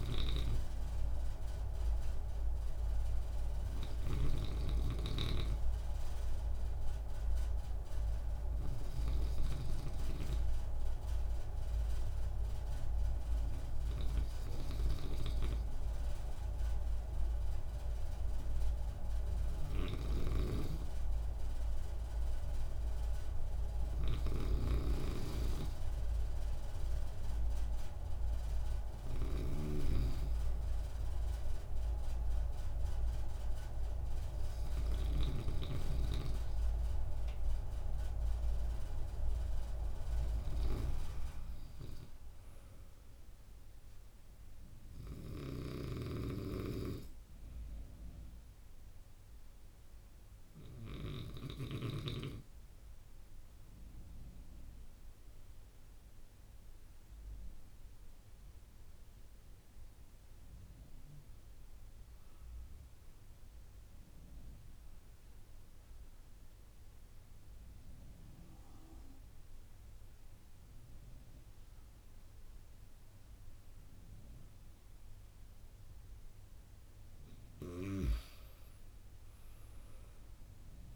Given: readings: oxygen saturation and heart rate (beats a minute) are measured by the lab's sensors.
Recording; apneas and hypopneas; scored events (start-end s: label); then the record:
breathing in sleep by a room microphone; 1
0.00-9.50 s: snoring (device-marked)
19.50-51.50 s: snoring (device-marked)
56.00-76.50 s: obstructive apnea (oxygen 96% before, 93% lowest)
77.50-80.96 s: snoring (device-marked)
78.00-80.96 s: oxygen desaturation (device-marked, oxygen 96% before, 93% lowest)
78.50-80.96 s: arousal
From the record:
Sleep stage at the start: N2 (light sleep); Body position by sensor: on the right side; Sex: male